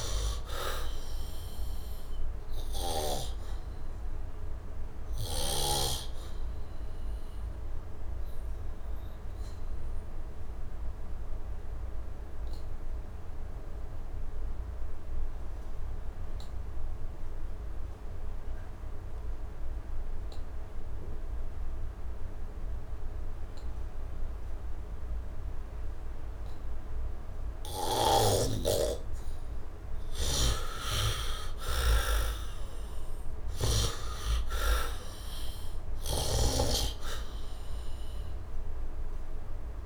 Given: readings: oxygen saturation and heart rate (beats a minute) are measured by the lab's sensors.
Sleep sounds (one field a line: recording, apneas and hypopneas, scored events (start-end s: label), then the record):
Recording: breathing in sleep by a room microphone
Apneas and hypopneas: 1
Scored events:
0.00-3.00 s: snoring (device-marked)
0.00-19.50 s: oxygen desaturation (device-marked, oxygen 63% lowest, heart rate 73 extreme)
3.00-29.50 s: obstructive apnea (oxygen 97% before, 61% lowest, heart rate 77 before, 65 extreme, up 9 after)
21.50-39.86 s: oxygen desaturation (device-marked, oxygen 99% before, 65% lowest, heart rate 75 before, 65 extreme)
30.00-36.50 s: snoring (device-marked)
30.50-35.50 s: arousal
From the record:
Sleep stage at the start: N2 (light sleep)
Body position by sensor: on the back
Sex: male